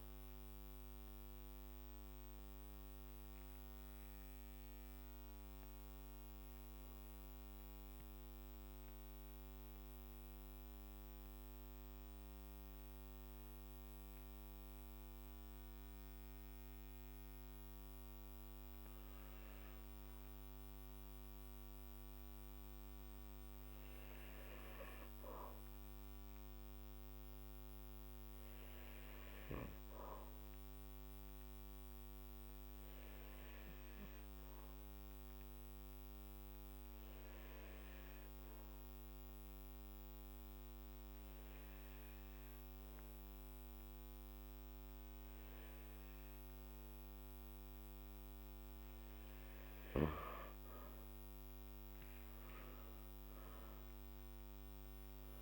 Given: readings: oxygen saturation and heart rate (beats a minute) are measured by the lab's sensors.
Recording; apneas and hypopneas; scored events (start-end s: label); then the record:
breathing in sleep, hard to hear, by a microphone on the trachea; 1
0.00-1.00 s: arousal
9.50-48.50 s: obstructive apnea (oxygen 99% before, 95% lowest, heart rate 59 before, 54 extreme, up 5 after)
12.50-55.42 s: new sleep stage, N2 (light sleep)
52.50-55.42 s: arousal
From the record:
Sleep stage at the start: N1 (lightest sleep); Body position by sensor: on the back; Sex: male